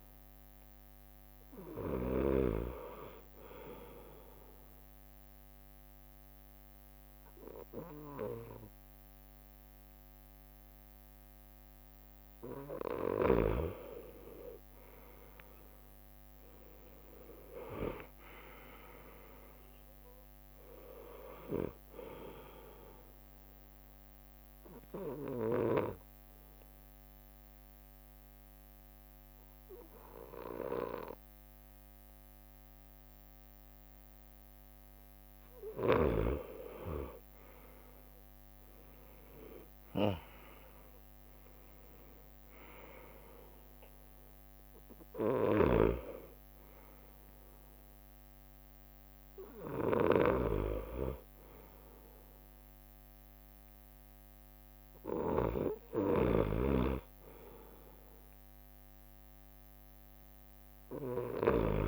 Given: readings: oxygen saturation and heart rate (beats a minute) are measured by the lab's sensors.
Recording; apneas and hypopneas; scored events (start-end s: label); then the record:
breathing in sleep by a microphone on the trachea; 2
4.00-14.00 s: mixed apnea (oxygen 95% before, 93% lowest, heart rate 65 before, 61 extreme, up 8 after)
5.50-10.00 s: leg movement (device-marked)
14.00-17.50 s: leg movement (device-marked)
16.50-20.50 s: arousal
17.50-20.00 s: leg movement (device-marked)
20.00-39.00 s: oxygen desaturation (device-marked, oxygen 96% before, 93% lowest, heart rate 65 before, 61 extreme)
24.50-36.50 s: mixed apnea (oxygen 96% before, 93% lowest, heart rate 65 before, 61 extreme, up 9 after)
37.50-41.00 s: leg movement (device-marked)
38.50-42.50 s: arousal
43.50-48.00 s: leg movement (device-marked)
45.00-54.00 s: oxygen desaturation (device-marked, oxygen 98% before, 94% lowest, heart rate 64 before, 64 extreme)
50.00-58.50 s: leg movement (device-marked)
60.00-61.88 s: drop in pulse transit time (device-marked, heart rate 66 before, 64 extreme)
From the record:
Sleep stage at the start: N2 (light sleep); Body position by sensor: on the right side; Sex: male